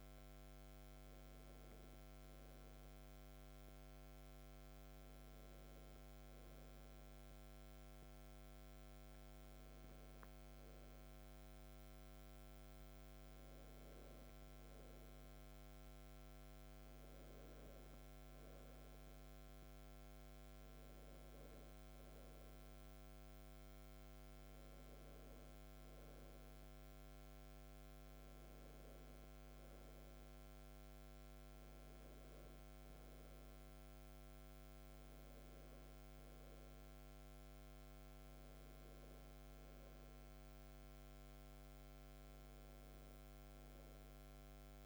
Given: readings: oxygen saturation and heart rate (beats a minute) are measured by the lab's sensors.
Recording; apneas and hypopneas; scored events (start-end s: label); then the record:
breathing in sleep, hard to hear, by a microphone on the trachea; none
none scored
From the record:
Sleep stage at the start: N1 (lightest sleep); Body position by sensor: on the back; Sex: male